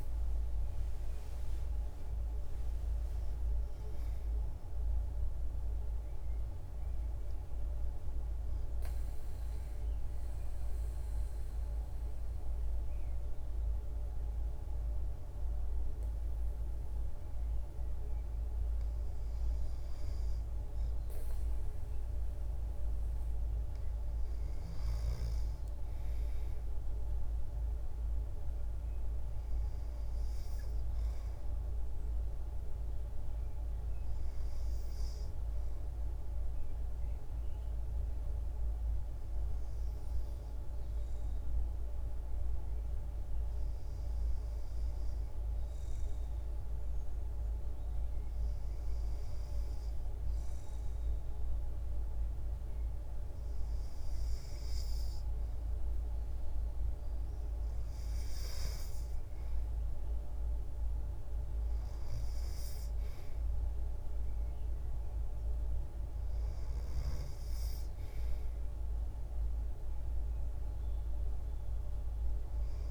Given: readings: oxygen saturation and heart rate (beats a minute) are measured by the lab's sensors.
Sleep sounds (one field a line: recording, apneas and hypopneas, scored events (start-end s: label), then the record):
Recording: breathing in sleep, hard to hear, by a room microphone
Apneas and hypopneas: 2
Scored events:
8.00-22.00 s: obstructive apnea (oxygen 94% before, 91% lowest, heart rate 57 before, 53 extreme, up 2 after)
24.50-28.50 s: arousal
29.50-43.50 s: oxygen desaturation (device-marked, oxygen 95% before, 92% lowest, heart rate 55 before, 53 extreme)
37.50-53.50 s: hypopnea (oxygen 95% before, 91% lowest, heart rate 55 before, 53 extreme, up 6 after)
53.50-72.91 s: oxygen desaturation (device-marked, oxygen 95% before, 91% lowest, heart rate 54 before, 53 extreme)
55.50-59.50 s: arousal
From the record:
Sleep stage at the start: N2 (light sleep)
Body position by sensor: on the back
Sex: female